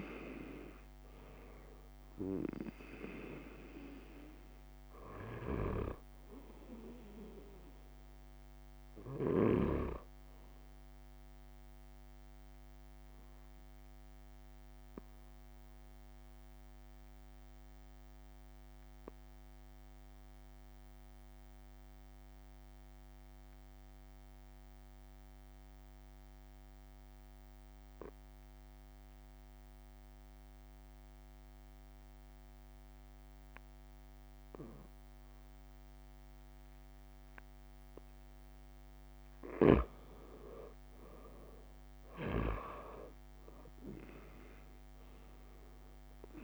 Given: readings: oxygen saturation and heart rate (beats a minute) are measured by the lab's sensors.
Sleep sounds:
breathing in sleep by a microphone on the trachea; 1
0.00-8.50 s: oxygen desaturation (device-marked, oxygen 93% lowest)
5.00-9.50 s: snoring (device-marked)
11.50-38.50 s: obstructive apnea (oxygen 97% before, 91% lowest)
24.00-26.00 s: long interval between heartbeats (device-marked)
29.00-31.00 s: long interval between heartbeats (device-marked)
35.50-37.50 s: long interval between heartbeats (device-marked, heart rate 31 before, 38 extreme)
39.00-41.00 s: long interval between heartbeats (device-marked, heart rate 34 before, 38 extreme)
41.50-46.44 s: arousal
43.50-46.44 s: oxygen desaturation (device-marked, oxygen 98% before, 91% lowest)
From the record:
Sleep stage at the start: N2 (light sleep); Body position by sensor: on the back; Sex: male

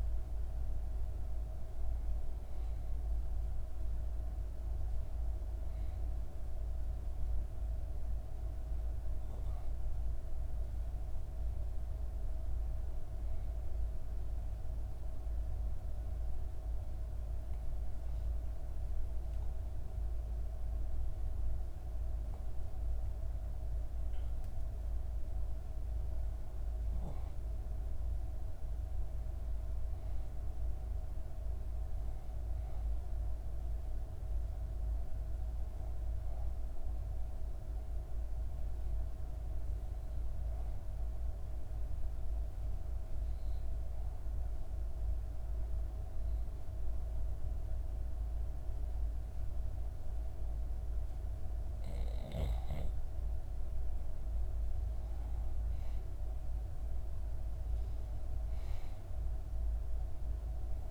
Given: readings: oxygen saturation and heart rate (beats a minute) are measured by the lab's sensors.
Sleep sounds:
breathing in sleep, hard to hear, by a room microphone; 1
24.00-29.00 s: arousal
36.00-50.00 s: obstructive apnea (oxygen 95% before, 91% lowest, heart rate 66 before, 63 extreme, up 3 after)
52.00-56.50 s: arousal
58.00-60.91 s: oxygen desaturation (device-marked, oxygen 95% before, 91% lowest, heart rate 64 before, 63 extreme)
From the record:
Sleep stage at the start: REM sleep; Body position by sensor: on the back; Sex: female

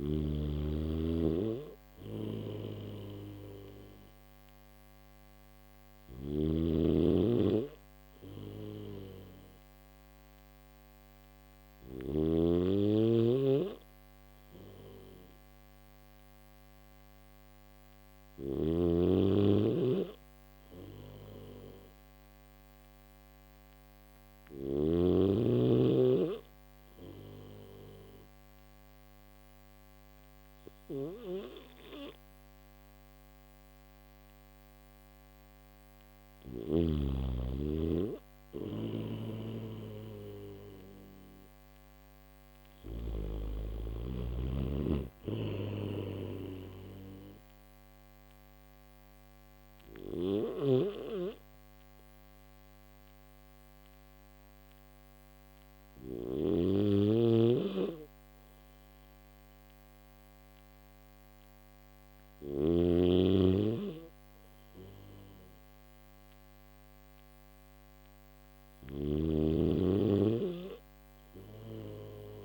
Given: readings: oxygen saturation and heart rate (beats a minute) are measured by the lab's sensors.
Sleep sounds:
breathing in sleep by a microphone on the trachea; none
5.50-11.50 s: snoring (device-marked)
38.50-42.50 s: snoring (device-marked)
44.50-62.00 s: snoring (device-marked)
From the record:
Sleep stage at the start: N3 (deep sleep); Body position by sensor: on the back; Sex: male

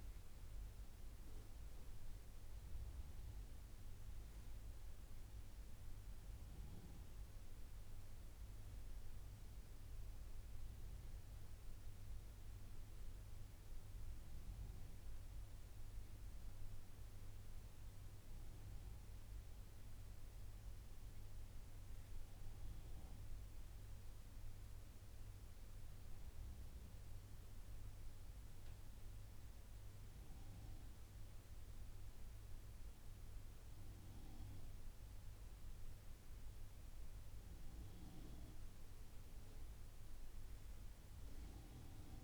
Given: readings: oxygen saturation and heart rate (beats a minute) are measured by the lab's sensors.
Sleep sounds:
breathing in sleep, hard to hear, by a room microphone; none
none scored
From the record:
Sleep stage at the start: N2 (light sleep); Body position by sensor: on the right side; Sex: male

